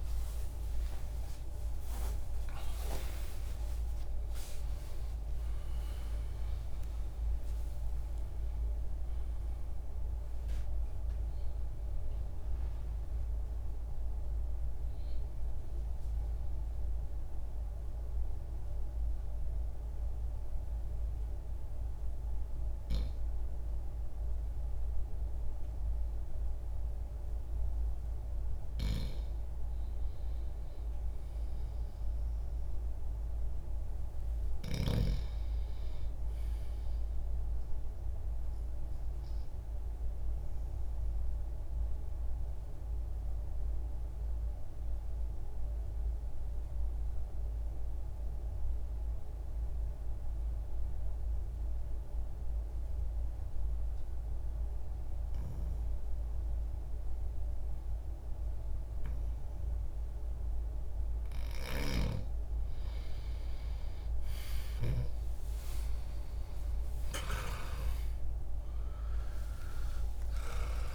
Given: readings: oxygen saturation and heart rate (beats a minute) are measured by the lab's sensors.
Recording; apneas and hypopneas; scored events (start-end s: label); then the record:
a person partly awake in a sleep study, hard to hear, by a room microphone; 2
0.00-4.00 s: arousal
0.00-12.00 s: oxygen desaturation (device-marked, oxygen 92% lowest, heart rate 60 extreme)
17.00-28.50 s: obstructive apnea (oxygen 98% before, 89% lowest, heart rate 94 before, 60 extreme, up 1 after)
31.00-35.00 s: arousal
39.50-61.50 s: obstructive apnea (oxygen 99% before, 89% lowest, heart rate 63 before, 60 extreme, up 21 after)
44.00-60.00 s: oxygen desaturation (device-marked, oxygen 98% before, 91% lowest, heart rate 62 before, 60 extreme)
52.00-70.95 s: new sleep stage, awake
62.00-70.95 s: oxygen desaturation (device-marked, oxygen 94% before, 89% lowest, heart rate 60 before, 47 extreme)
From the record:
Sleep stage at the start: N2 (light sleep); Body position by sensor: on the left side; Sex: male